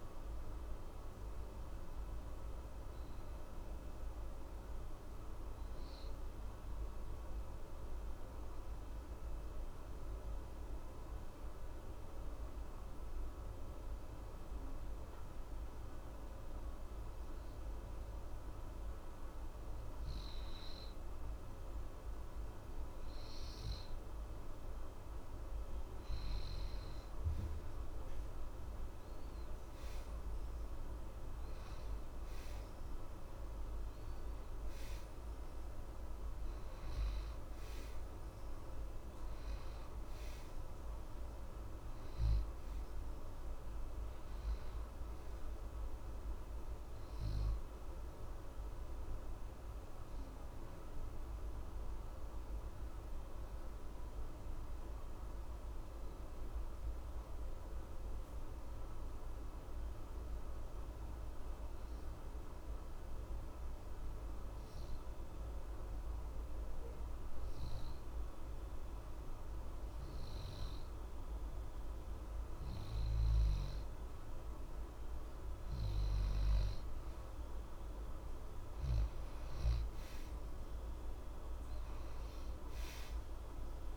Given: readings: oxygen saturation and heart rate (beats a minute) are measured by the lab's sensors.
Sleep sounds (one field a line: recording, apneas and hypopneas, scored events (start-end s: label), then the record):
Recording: breathing in sleep, hard to hear, by a room microphone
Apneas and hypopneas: 2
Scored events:
0.00-13.50 s: oxygen desaturation (device-marked, oxygen 88% lowest, heart rate 61 extreme)
1.50-83.97 s: new sleep stage, N2 (light sleep)
4.00-23.00 s: obstructive apnea (oxygen 92% before, 88% lowest, heart rate 61 before, 61 extreme, up 0 after)
25.00-28.50 s: arousal
31.50-51.50 s: oxygen desaturation (device-marked, oxygen 93% before, 88% lowest, heart rate 61 before, 61 extreme)
54.50-73.00 s: obstructive apnea (oxygen 93% before, 85% lowest, heart rate 61 before, 60 extreme, up 0 after)
79.50-83.97 s: oxygen desaturation (device-marked, oxygen 92% before, 86% lowest, heart rate 61 before, 60 extreme)
From the record:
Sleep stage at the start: N1 (lightest sleep)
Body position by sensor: on the back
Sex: male